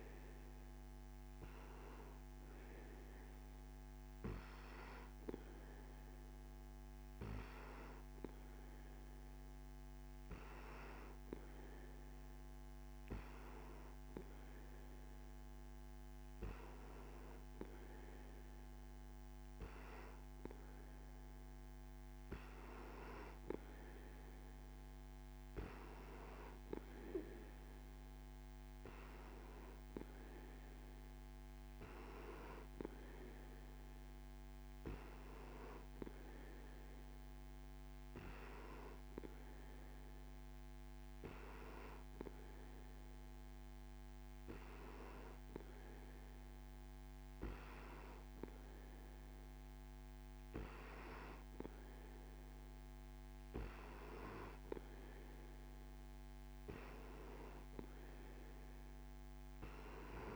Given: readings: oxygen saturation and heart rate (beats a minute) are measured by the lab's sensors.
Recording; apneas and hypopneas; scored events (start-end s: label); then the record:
breathing in sleep by a microphone on the trachea; none
none scored
From the record:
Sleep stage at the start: N2 (light sleep); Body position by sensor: on the back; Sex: male